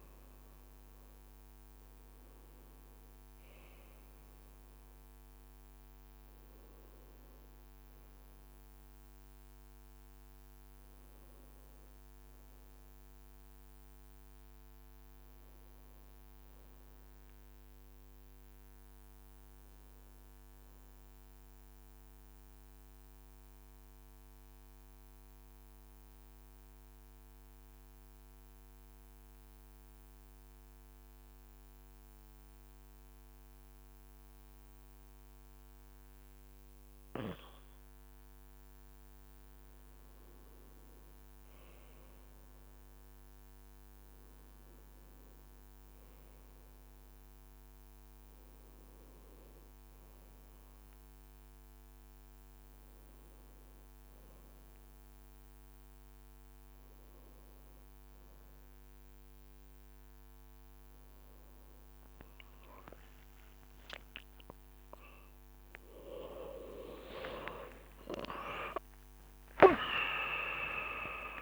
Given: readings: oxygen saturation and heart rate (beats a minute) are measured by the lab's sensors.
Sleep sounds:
breathing in sleep by a microphone on the trachea; 1
0.00-2.50 s: arousal
20.50-37.00 s: mixed apnea (oxygen 97% before, 93% lowest, heart rate 57 before, 54 extreme)
40.00-43.50 s: arousal
65.50-71.42 s: new sleep stage, N1 (lightest sleep)
66.50-70.50 s: arousal
66.50-71.42 s: tachycardia (device-marked, heart rate 65 before, 107 extreme)
68.50-70.50 s: long interval between heartbeats (device-marked, heart rate 59 before, 88 extreme)
From the record:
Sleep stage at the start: N2 (light sleep); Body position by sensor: on the right side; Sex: male

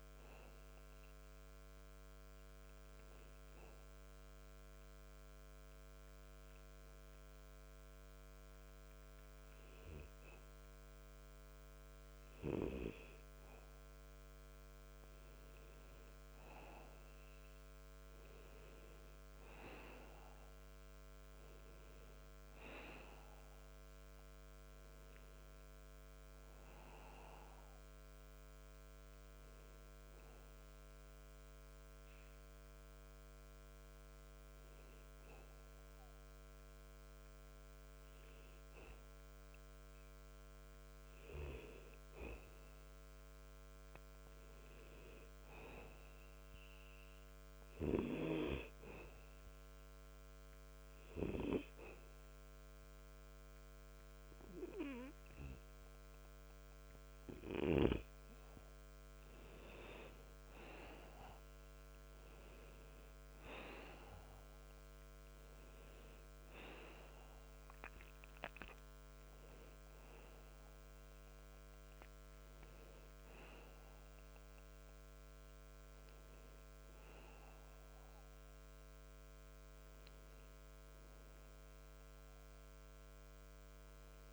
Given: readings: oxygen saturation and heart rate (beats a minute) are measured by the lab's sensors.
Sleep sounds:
breathing in sleep by a microphone on the trachea; 3
0.00-17.50 s: oxygen desaturation (device-marked, oxygen 93% lowest, heart rate 61 extreme)
2.50-15.00 s: obstructive apnea (oxygen 97% before, 92% lowest, heart rate 75 before, 61 extreme, up 5 after)
16.50-19.50 s: arousal
30.50-41.50 s: hypopnea (oxygen 97% before, 90% lowest, heart rate 74 before, 74 extreme, up 14 after)
32.50-45.50 s: oxygen desaturation (device-marked, oxygen 96% before, 92% lowest, heart rate 74 before, 78 extreme)
43.00-45.50 s: arousal
47.00-59.00 s: obstructive apnea (oxygen 97% before, 90% lowest, heart rate 78 before, 84 extreme, up 7 after)
66.00-70.00 s: arousal
73.50-84.33 s: oxygen desaturation (device-marked, oxygen 94% before, 90% lowest, heart rate 89 before, 61 extreme)
From the record:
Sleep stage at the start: N2 (light sleep); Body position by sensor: on the back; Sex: male

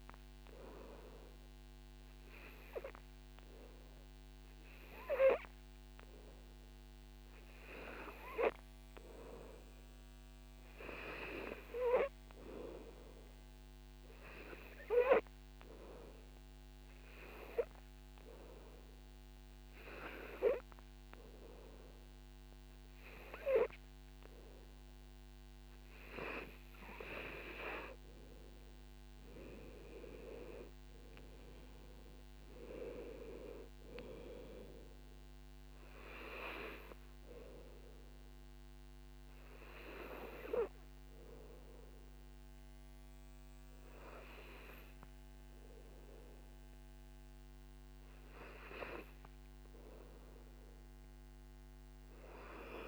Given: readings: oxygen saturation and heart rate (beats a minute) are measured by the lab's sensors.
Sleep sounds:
breathing in sleep by a microphone on the trachea; 1
14.00-26.00 s: hypopnea (oxygen 94% before, 90% lowest, heart rate 59 before, 49 extreme, up 17 after)
28.50-32.50 s: arousal
From the record:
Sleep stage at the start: N2 (light sleep); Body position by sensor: on the back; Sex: male

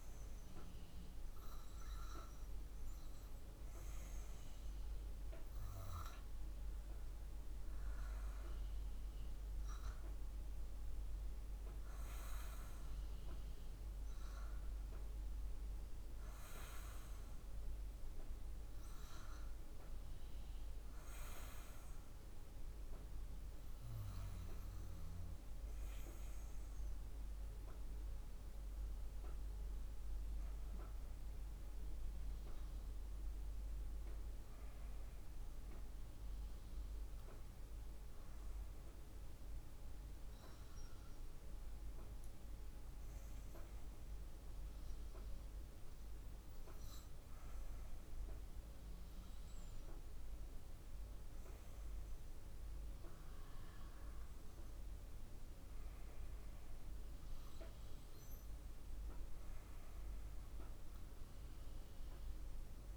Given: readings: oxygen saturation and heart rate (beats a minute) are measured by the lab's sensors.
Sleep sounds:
breathing in sleep, hard to hear, by a room microphone; 1
32.00-56.00 s: hypopnea (oxygen 95% before, 95% lowest, heart rate 59 before, 56 extreme, up 1 after)
58.50-62.50 s: arousal
From the record:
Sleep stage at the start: REM sleep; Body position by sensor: on the back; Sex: female

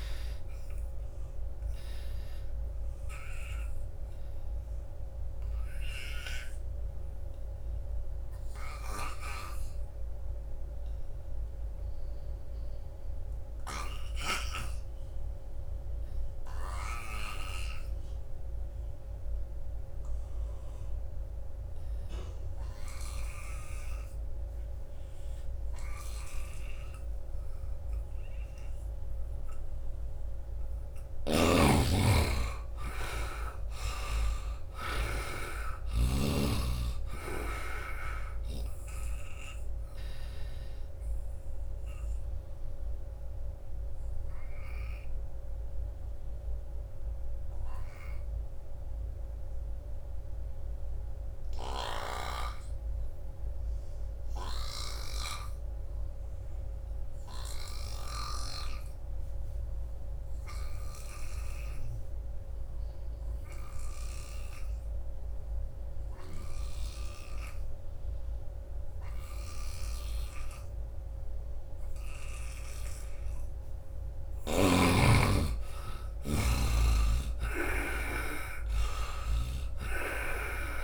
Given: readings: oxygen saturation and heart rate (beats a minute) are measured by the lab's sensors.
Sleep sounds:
breathing in sleep by a room microphone; 2
0.00-19.00 s: oxygen desaturation (device-marked, oxygen 74% lowest, heart rate 61 extreme)
3.00-30.00 s: obstructive apnea (oxygen 98% before, 74% lowest, heart rate 72 before, 76 extreme, up 9 after)
21.00-53.00 s: oxygen desaturation (device-marked, oxygen 97% before, 75% lowest, heart rate 86 before, 73 extreme)
30.50-35.00 s: snoring (device-marked)
31.50-35.50 s: arousal
40.00-71.00 s: obstructive apnea (oxygen 97% before, 72% lowest, heart rate 80 before, 73 extreme, up 5 after)
54.00-57.50 s: snoring (device-marked)
55.00-80.84 s: oxygen desaturation (device-marked, oxygen 98% before, 72% lowest, heart rate 84 before, 73 extreme)
66.00-74.50 s: snoring (device-marked)
71.50-73.50 s: long interval between heartbeats (device-marked, heart rate 80 before, 75 extreme)
72.00-77.00 s: arousal
From the record:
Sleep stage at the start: N2 (light sleep); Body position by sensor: on the right side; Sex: male

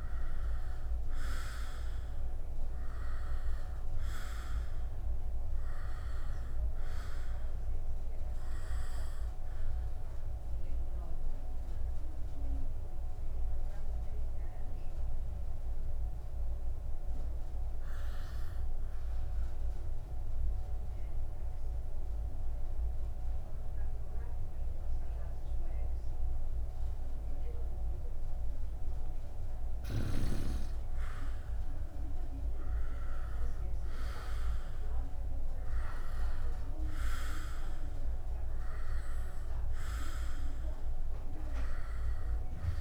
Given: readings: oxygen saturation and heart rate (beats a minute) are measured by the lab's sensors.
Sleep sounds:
breathing in sleep by a room microphone; 1
0.00-22.50 s: oxygen desaturation (device-marked, oxygen 89% lowest, heart rate 65 extreme)
10.50-28.50 s: obstructive apnea (oxygen 98% before, 89% lowest, heart rate 68 before, 65 extreme, up 0 after)
30.00-34.00 s: arousal
35.50-42.81 s: oxygen desaturation (device-marked, oxygen 98% before, 89% lowest, heart rate 69 before, 66 extreme)
From the record:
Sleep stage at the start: N2 (light sleep); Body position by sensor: upright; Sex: male

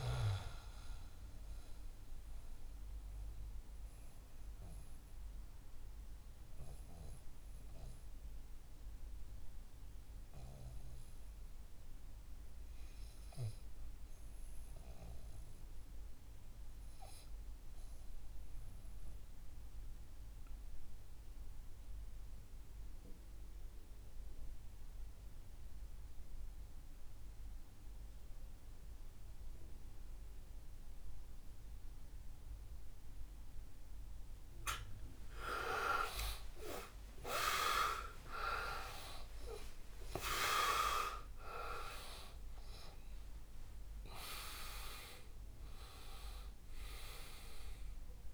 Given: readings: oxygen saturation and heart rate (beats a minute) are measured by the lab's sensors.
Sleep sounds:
breathing in sleep by a room microphone; 1
0.00-12.50 s: oxygen desaturation (device-marked, oxygen 76% lowest, heart rate 58 extreme)
1.50-34.50 s: mixed apnea (oxygen 93% before, 76% lowest, heart rate 79 before, 60 extreme, up 22 after)
28.50-48.34 s: oxygen desaturation (device-marked, oxygen 99% before, 78% lowest, heart rate 70 before, 61 extreme)
36.00-41.50 s: arousal
From the record:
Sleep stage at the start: REM sleep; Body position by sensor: on the back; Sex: male

